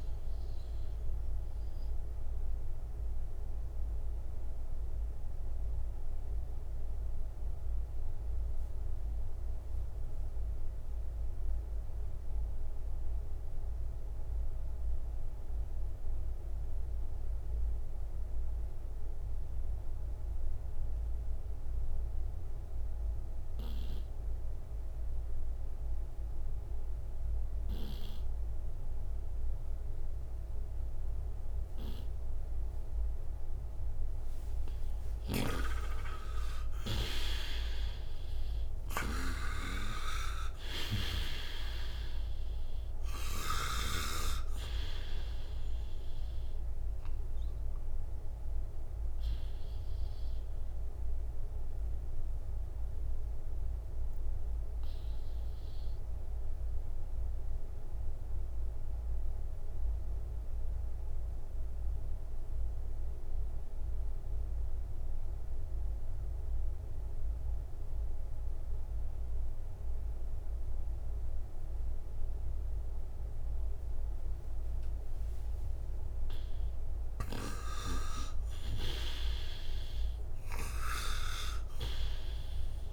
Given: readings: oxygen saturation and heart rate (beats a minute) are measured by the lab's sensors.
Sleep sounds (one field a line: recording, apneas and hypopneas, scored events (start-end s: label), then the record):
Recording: breathing in sleep by a room microphone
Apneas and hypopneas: 2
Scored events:
0.00-17.00 s: oxygen desaturation (device-marked, oxygen 84% lowest, heart rate 58 extreme)
0.50-33.50 s: obstructive apnea (oxygen 97% before, 84% lowest, heart rate 74 before, 58 extreme, up 24 after)
31.00-69.00 s: oxygen desaturation (device-marked, oxygen 99% before, 86% lowest, heart rate 59 before, 56 extreme)
35.00-39.00 s: snoring (device-marked)
35.00-39.50 s: arousal
48.50-76.50 s: obstructive apnea (oxygen 99% before, 86% lowest, heart rate 70 before, 56 extreme, up 24 after)
80.00-82.93 s: arousal
From the record:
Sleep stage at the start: N2 (light sleep)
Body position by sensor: on the right side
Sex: male